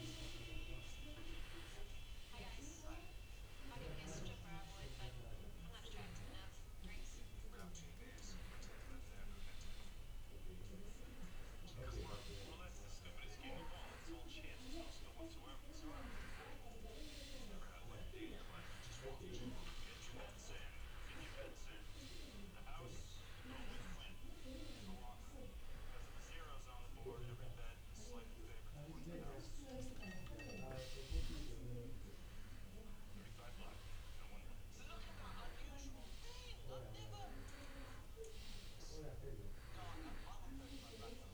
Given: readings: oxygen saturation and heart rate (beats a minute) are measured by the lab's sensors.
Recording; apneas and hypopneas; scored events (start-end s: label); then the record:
breathing in sleep by a room microphone; none
none scored
From the record:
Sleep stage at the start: N2 (light sleep); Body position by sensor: on the back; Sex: male